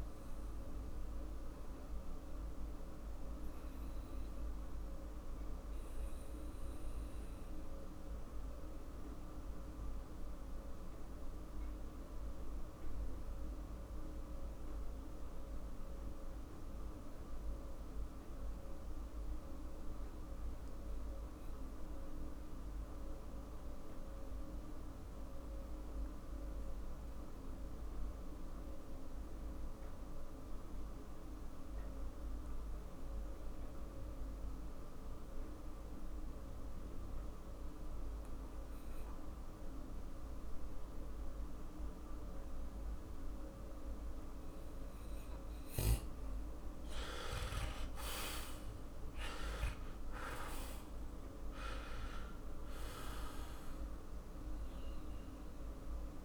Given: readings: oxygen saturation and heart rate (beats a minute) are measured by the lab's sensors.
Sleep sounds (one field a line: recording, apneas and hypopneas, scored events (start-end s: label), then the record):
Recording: breathing in sleep, hard to hear, by a room microphone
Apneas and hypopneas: 1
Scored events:
0.50-43.50 s: obstructive apnea (oxygen 99% before, 88% lowest, heart rate 52 before, 47 extreme, up 7 after)
20.50-34.50 s: oxygen desaturation (device-marked, oxygen 98% before, 90% lowest, heart rate 48 before, 47 extreme)
47.00-52.00 s: arousal
From the record:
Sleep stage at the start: REM sleep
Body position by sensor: on the back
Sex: male